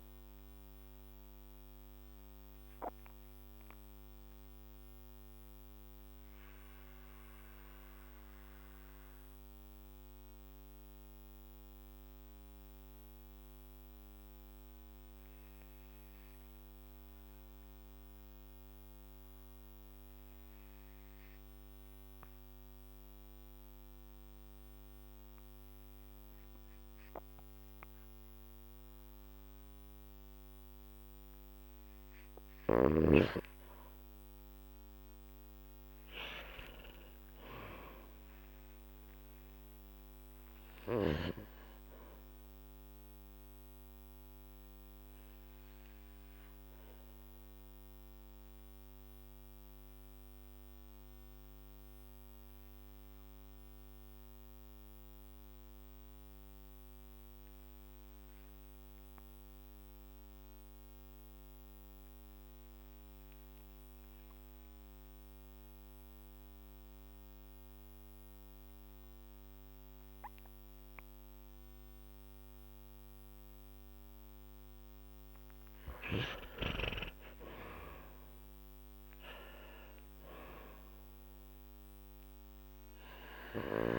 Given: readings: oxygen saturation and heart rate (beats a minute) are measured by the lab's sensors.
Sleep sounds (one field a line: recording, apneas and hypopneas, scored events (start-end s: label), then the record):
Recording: breathing in sleep by a microphone on the trachea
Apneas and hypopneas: 2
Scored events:
0.50-31.00 s: mixed apnea (oxygen 98% before, 88% lowest, heart rate 53 before, 42 extreme, up 5 after)
29.00-45.00 s: oxygen desaturation (device-marked, oxygen 99% before, 88% lowest, heart rate 50 before, 42 extreme)
34.00-38.50 s: arousal
45.50-74.00 s: obstructive apnea (oxygen 99% before, 92% lowest, heart rate 51 before, 42 extreme, up 10 after)
76.50-80.00 s: arousal
81.00-83.99 s: oxygen desaturation (device-marked, oxygen 98% before, 92% lowest, heart rate 49 before, 43 extreme)
From the record:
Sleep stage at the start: N2 (light sleep)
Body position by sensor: on the back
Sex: male